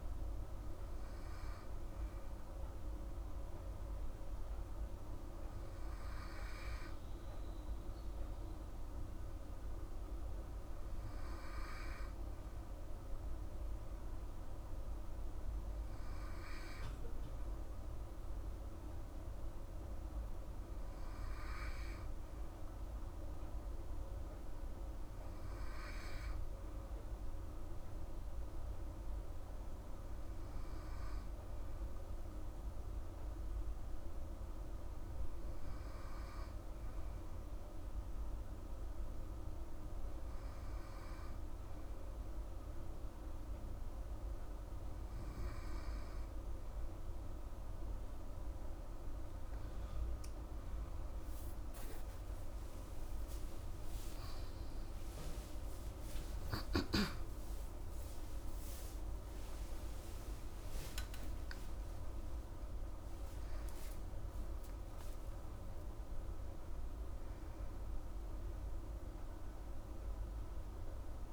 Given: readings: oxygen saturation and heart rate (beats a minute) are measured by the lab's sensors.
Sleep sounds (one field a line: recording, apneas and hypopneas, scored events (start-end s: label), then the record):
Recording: breathing in sleep, hard to hear, by a room microphone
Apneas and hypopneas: none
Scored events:
56.50-61.00 s: arousal
From the record:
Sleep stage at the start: N2 (light sleep)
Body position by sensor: on the right side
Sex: female